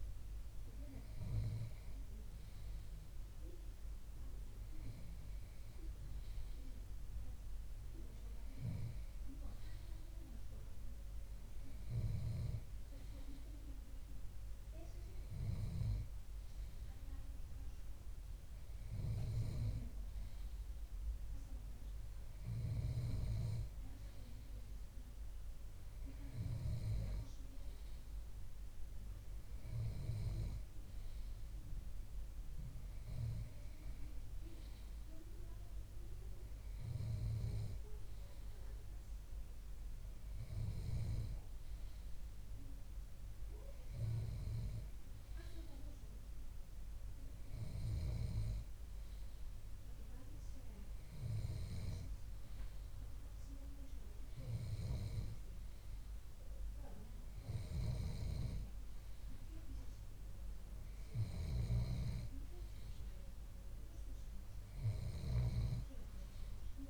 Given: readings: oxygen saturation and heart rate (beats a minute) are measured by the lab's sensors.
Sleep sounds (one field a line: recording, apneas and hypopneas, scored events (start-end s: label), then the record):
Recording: breathing in sleep by a room microphone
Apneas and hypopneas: none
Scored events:
42.00-45.00 s: bradycardia (device-marked, heart rate 61 before, 60 extreme)
44.00-46.00 s: long interval between heartbeats (device-marked, heart rate 61 before, 59 extreme)
47.00-49.00 s: bradycardia (device-marked, heart rate 61 before, 59 extreme)
61.50-66.00 s: snoring (device-marked)
From the record:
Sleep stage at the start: N2 (light sleep)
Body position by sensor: on the left side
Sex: male